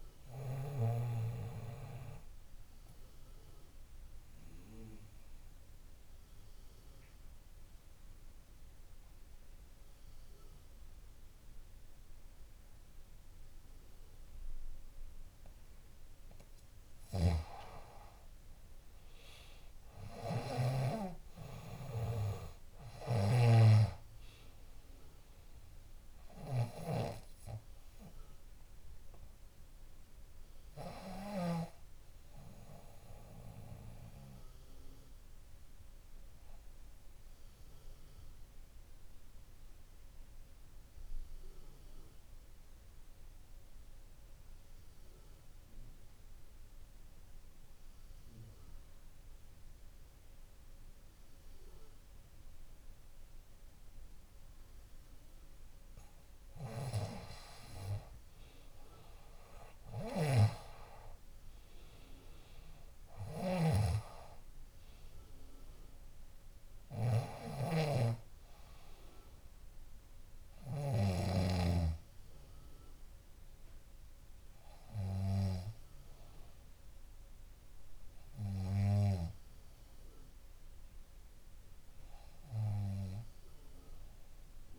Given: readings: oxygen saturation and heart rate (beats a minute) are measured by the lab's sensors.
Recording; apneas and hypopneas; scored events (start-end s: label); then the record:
breathing in sleep by a room microphone; 2
4.00-17.50 s: obstructive apnea (oxygen 98% before, 94% lowest, heart rate 73 before, 60 extreme, up 14 after)
17.00-21.00 s: snoring (device-marked)
19.50-23.50 s: arousal
23.00-31.50 s: snoring (device-marked)
34.50-56.00 s: obstructive apnea (oxygen 97% before, 94% lowest, heart rate 70 before, 60 extreme, up 6 after)
58.50-63.00 s: arousal
60.00-71.00 s: snoring (device-marked)
From the record:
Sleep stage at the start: N2 (light sleep); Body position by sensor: on the back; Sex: female